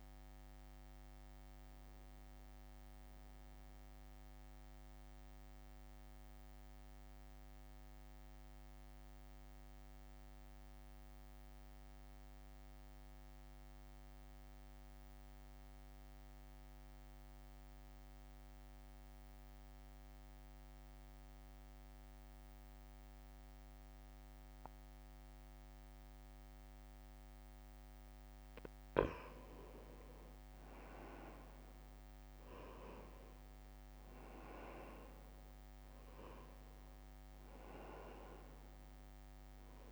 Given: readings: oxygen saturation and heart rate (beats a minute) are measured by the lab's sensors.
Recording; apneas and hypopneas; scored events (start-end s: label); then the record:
breathing in sleep by a microphone on the trachea; 1
0.00-2.50 s: drop in pulse transit time (device-marked, heart rate 55 extreme)
0.00-12.50 s: oxygen desaturation (device-marked, oxygen 88% lowest, heart rate 55 extreme)
4.00-27.50 s: central apnea (oxygen 98% before, 87% lowest, heart rate 60 before, 56 extreme, up 5 after)
29.50-39.92 s: oxygen desaturation (device-marked, oxygen 98% before, 89% lowest, heart rate 64 before, 56 extreme)
33.00-38.00 s: arousal
34.50-39.92 s: drop in pulse transit time (device-marked, heart rate 65 before, 56 extreme)
From the record:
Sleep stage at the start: N2 (light sleep); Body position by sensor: on the right side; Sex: male